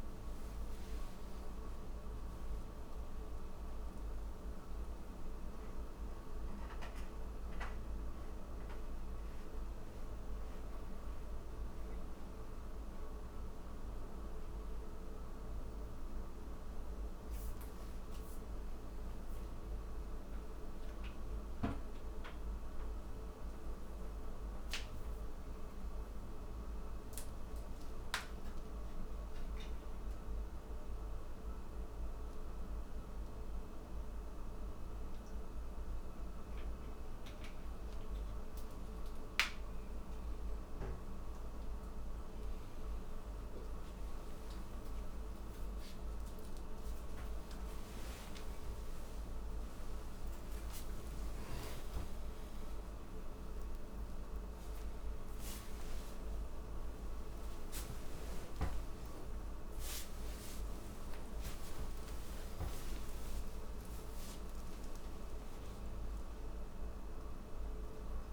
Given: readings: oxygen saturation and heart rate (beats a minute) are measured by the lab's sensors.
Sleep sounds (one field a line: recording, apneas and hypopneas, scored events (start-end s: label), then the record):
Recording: breathing in sleep, hard to hear, by a room microphone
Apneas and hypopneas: none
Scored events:
none scored
From the record:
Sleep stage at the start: N3 (deep sleep)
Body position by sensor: on the front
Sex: male